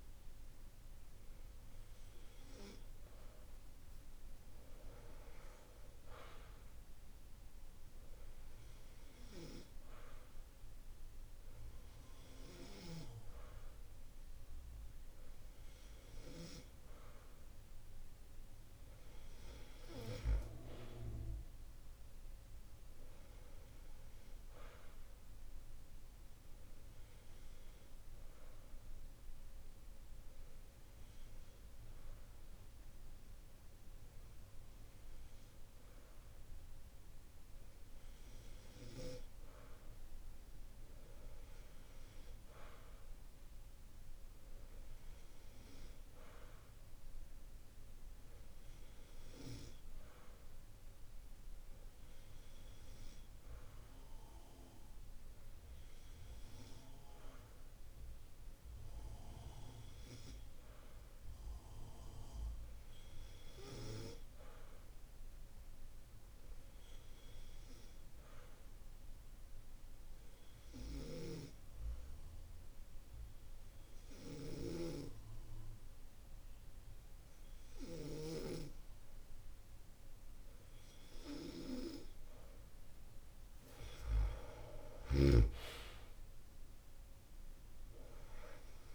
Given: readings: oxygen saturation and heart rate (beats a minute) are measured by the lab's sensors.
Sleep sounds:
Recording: breathing in sleep by a room microphone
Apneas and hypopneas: none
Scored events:
none scored
From the record:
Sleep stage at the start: N2 (light sleep)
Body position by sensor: on the back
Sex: male

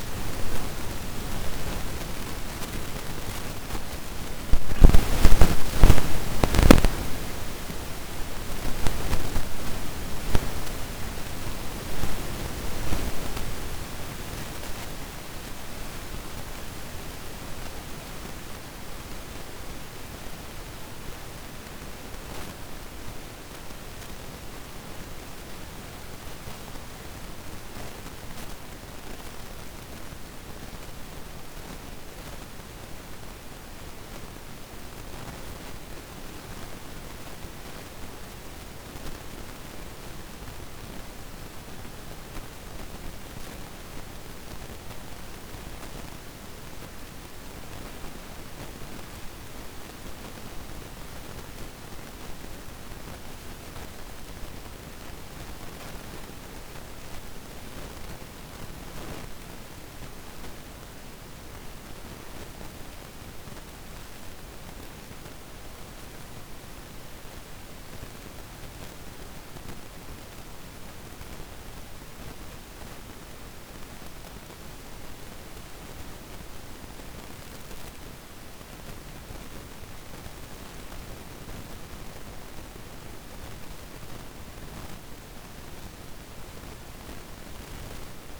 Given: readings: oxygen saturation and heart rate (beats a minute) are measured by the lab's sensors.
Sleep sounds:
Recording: a person partly awake in a sleep study, by a microphone on the trachea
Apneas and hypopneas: 1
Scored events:
23.00-88.40 s: new sleep stage, N1 (lightest sleep)
30.00-43.50 s: hypopnea (oxygen 97% before, 96% lowest, heart rate 113 before, 85 extreme, up 44 after)
60.50-64.50 s: arousal
From the record:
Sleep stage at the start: awake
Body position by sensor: on the back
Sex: female

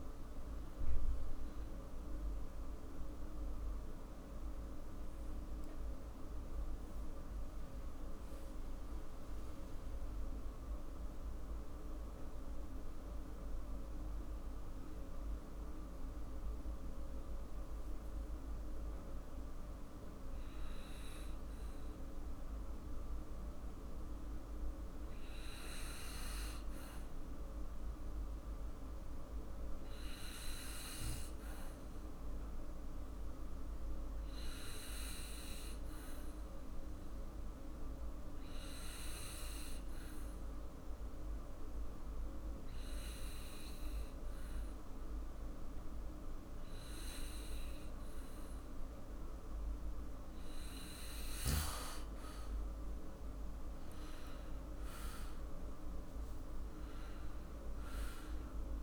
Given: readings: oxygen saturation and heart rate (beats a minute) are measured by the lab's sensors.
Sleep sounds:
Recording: breathing in sleep, hard to hear, by a room microphone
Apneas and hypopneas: 1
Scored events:
0.00-2.50 s: arousal
11.00-50.00 s: obstructive apnea (oxygen 99% before, 95% lowest, heart rate 59 before, 54 extreme, up 5 after)
14.00-58.83 s: new sleep stage, N2 (light sleep)
54.00-58.00 s: arousal
From the record:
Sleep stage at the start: N1 (lightest sleep)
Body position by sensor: on the back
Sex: male

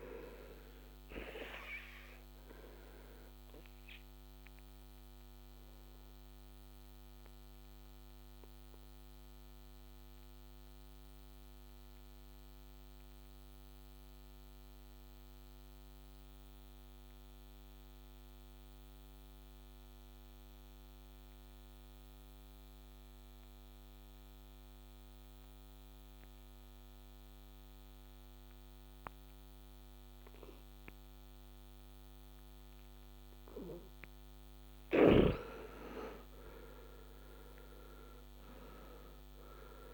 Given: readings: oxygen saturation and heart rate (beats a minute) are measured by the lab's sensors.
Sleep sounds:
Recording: breathing in sleep by a microphone on the trachea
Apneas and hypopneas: 1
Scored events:
0.00-18.50 s: oxygen desaturation (device-marked, oxygen 76% lowest, heart rate 55 extreme)
2.00-33.50 s: obstructive apnea (oxygen 97% before, 76% lowest, heart rate 72 before, 55 extreme, up 1 after)
28.50-39.94 s: oxygen desaturation (device-marked, oxygen 98% before, 77% lowest, heart rate 65 before, 55 extreme)
35.00-39.00 s: arousal
From the record:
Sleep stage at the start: N2 (light sleep)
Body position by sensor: on the back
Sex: male

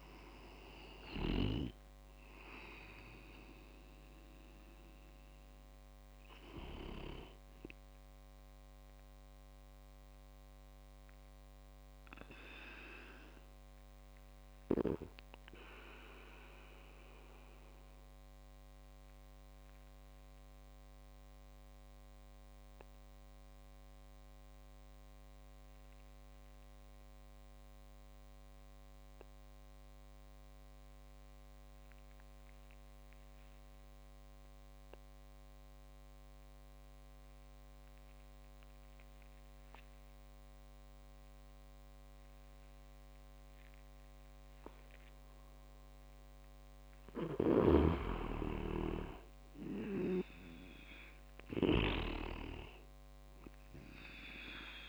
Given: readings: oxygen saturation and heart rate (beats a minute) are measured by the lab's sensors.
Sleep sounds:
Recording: breathing in sleep by a microphone on the trachea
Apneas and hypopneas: 1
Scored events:
0.00-6.50 s: oxygen desaturation (device-marked, oxygen 91% lowest)
10.00-45.00 s: obstructive apnea (oxygen 98% before, 91% lowest)
42.50-54.89 s: oxygen desaturation (device-marked, oxygen 99% before, 92% lowest)
47.50-51.00 s: arousal
47.50-54.89 s: snoring (device-marked)
From the record:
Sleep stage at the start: N2 (light sleep)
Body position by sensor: on the back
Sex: male

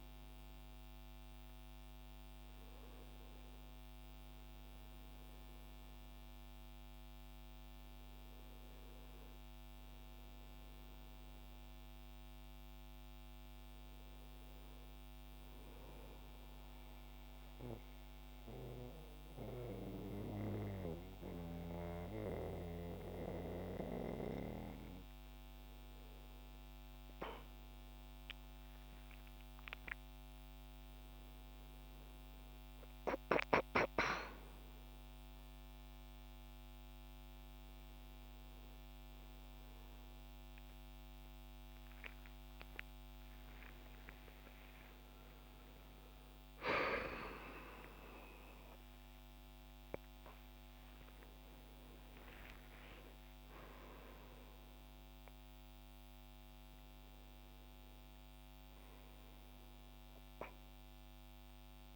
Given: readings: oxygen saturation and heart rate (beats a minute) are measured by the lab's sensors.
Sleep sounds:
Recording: a person partly awake in a sleep study, by a microphone on the trachea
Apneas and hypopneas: 1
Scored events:
2.00-19.00 s: oxygen desaturation (device-marked, oxygen 94% before, 90% lowest, heart rate 68 before, 66 extreme)
15.50-25.50 s: central apnea (oxygen 94% before, 90% lowest, heart rate 68 before, 67 extreme, up 7 after)
39.00-53.00 s: oxygen desaturation (device-marked, oxygen 95% before, 92% lowest, heart rate 70 before, 69 extreme)
39.00-61.95 s: new sleep stage, awake
From the record:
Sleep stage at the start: N2 (light sleep)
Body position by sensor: on the back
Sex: male

